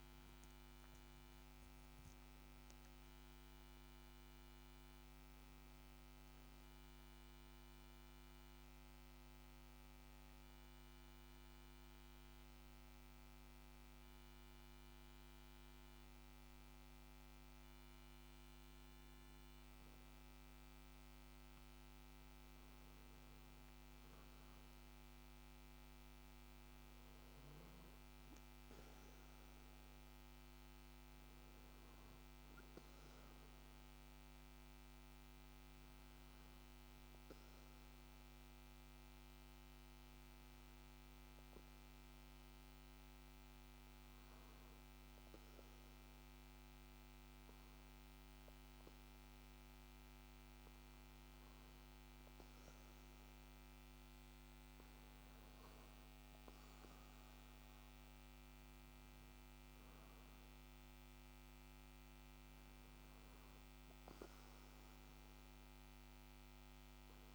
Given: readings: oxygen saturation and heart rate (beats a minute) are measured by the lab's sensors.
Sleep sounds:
breathing in sleep, hard to hear, by a microphone on the trachea; 2
0.00-2.50 s: arousal
10.00-20.00 s: hypopnea (oxygen 95% before, 93% lowest, heart rate 67 before, 57 extreme, up 4 after)
21.50-26.00 s: arousal
41.00-54.50 s: hypopnea (oxygen 96% before, 92% lowest, heart rate 59 before, 57 extreme, up 3 after)
57.00-62.00 s: arousal
From the record:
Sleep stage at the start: REM sleep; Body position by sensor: on the back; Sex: male

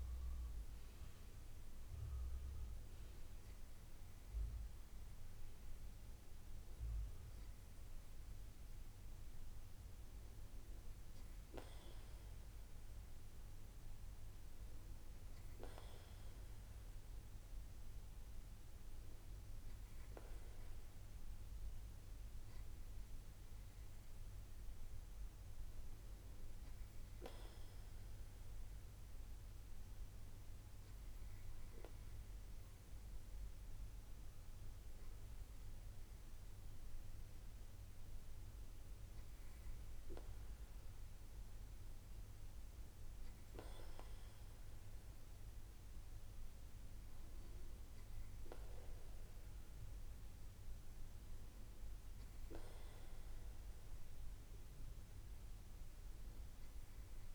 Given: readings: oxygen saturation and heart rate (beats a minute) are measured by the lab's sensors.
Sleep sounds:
breathing in sleep, hard to hear, by a room microphone; none
none scored
From the record:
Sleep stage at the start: REM sleep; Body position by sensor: on the right side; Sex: male

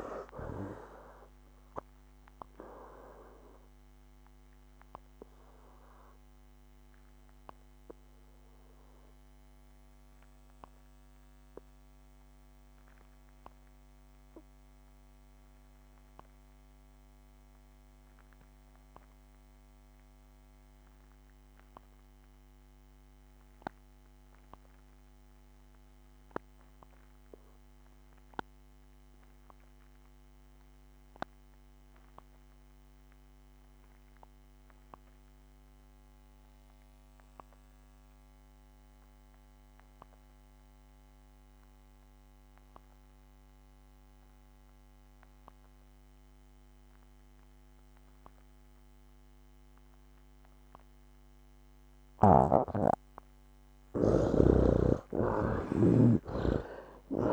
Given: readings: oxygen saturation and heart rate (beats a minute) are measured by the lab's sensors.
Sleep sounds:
breathing in sleep by a microphone on the trachea; 1
0.00-21.50 s: oxygen desaturation (device-marked, oxygen 63% lowest, heart rate 67 extreme)
4.50-52.50 s: obstructive apnea (oxygen 98% before, 53% lowest, heart rate 81 before, 67 extreme, up 18 after)
20.50-57.33 s: new sleep stage, REM sleep
23.50-57.33 s: oxygen desaturation (device-marked, oxygen 97% before, 53% lowest, heart rate 74 before, 65 extreme)
55.00-57.33 s: arousal
From the record:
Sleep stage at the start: N2 (light sleep); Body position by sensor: on the back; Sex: male

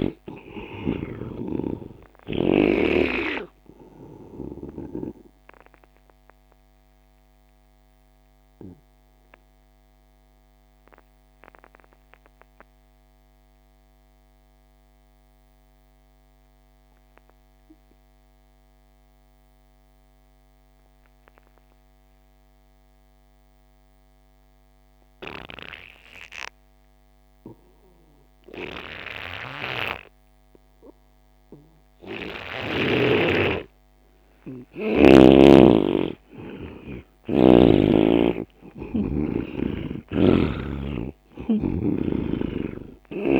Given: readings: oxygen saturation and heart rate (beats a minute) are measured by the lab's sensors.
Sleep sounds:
breathing in sleep by a microphone on the trachea; 1
0.00-3.00 s: snoring (device-marked)
0.00-15.00 s: oxygen desaturation (device-marked, oxygen 82% lowest)
7.00-34.50 s: obstructive apnea (oxygen 99% before, 82% lowest)
30.00-43.40 s: oxygen desaturation (device-marked, oxygen 99% before, 83% lowest)
34.50-37.00 s: arousal
40.50-43.40 s: snoring (device-marked)
From the record:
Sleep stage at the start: N2 (light sleep); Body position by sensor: on the right side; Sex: male

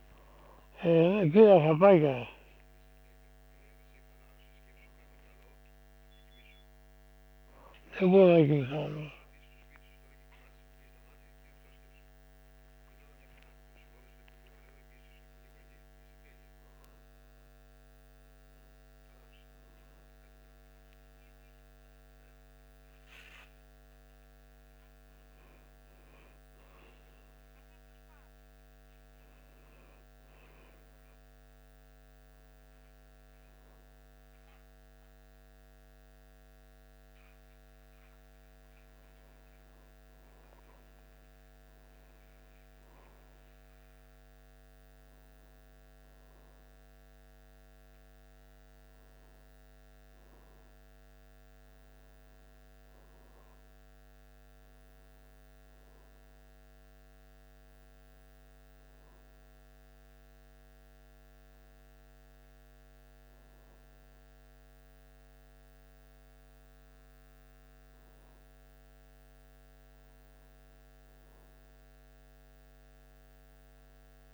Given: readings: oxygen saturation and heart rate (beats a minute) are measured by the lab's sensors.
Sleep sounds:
a person partly awake in a sleep study, by a microphone on the trachea; none
1.00-31.00 s: new sleep stage, awake
31.00-74.34 s: new sleep stage, N1 (lightest sleep)
From the record:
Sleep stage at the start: N1 (lightest sleep); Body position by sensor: on the back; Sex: male

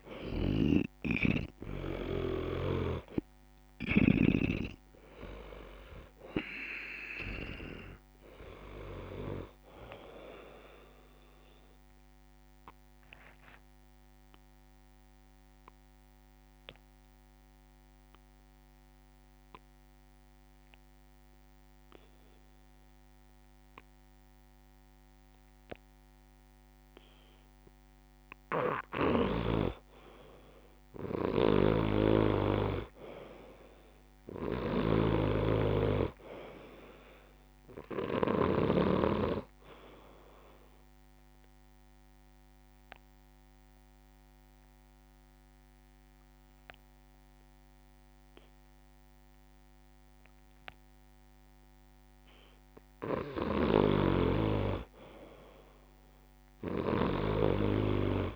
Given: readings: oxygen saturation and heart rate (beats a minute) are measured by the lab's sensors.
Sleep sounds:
breathing in sleep by a microphone on the trachea; 2
0.00-2.50 s: snoring (device-marked)
1.00-23.00 s: oxygen desaturation (device-marked, oxygen 96% before, 87% lowest)
12.00-28.00 s: obstructive apnea (oxygen 96% before, 87% lowest)
30.50-33.50 s: arousal
31.50-38.50 s: snoring (device-marked)
35.00-52.00 s: oxygen desaturation (device-marked, oxygen 97% before, 89% lowest)
41.00-53.50 s: obstructive apnea (oxygen 97% before, 89% lowest)
53.50-58.36 s: snoring (device-marked)
56.00-58.36 s: arousal
From the record:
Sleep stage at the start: N2 (light sleep); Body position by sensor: on the back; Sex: male

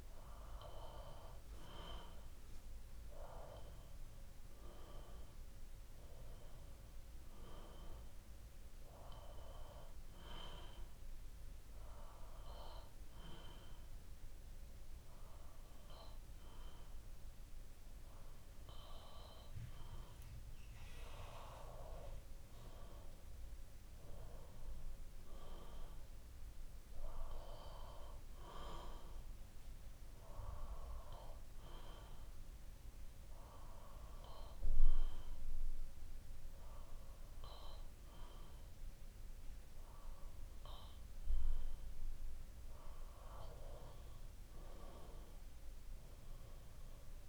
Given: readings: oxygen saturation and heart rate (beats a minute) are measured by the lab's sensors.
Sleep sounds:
breathing in sleep by a room microphone; 2
9.00-19.00 s: obstructive apnea (oxygen 95% before, 92% lowest, heart rate 63 before, 60 extreme, up 2 after)
20.00-24.00 s: arousal
30.50-42.00 s: obstructive apnea (oxygen 95% before, 92% lowest, heart rate 62 before, 61 extreme, up 7 after)
44.50-47.00 s: arousal
From the record:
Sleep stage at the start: N2 (light sleep); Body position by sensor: on the back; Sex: male

